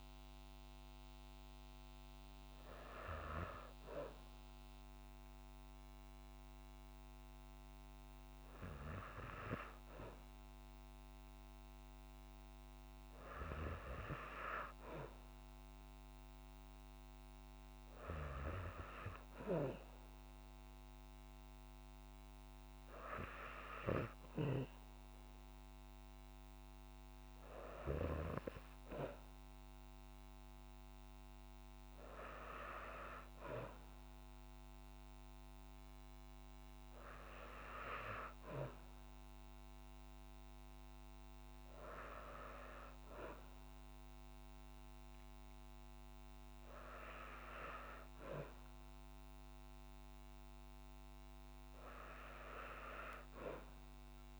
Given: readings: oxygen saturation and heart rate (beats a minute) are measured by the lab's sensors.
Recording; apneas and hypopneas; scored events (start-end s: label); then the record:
breathing in sleep by a microphone on the trachea; none
none scored
From the record:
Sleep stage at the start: N2 (light sleep); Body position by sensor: on the back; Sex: female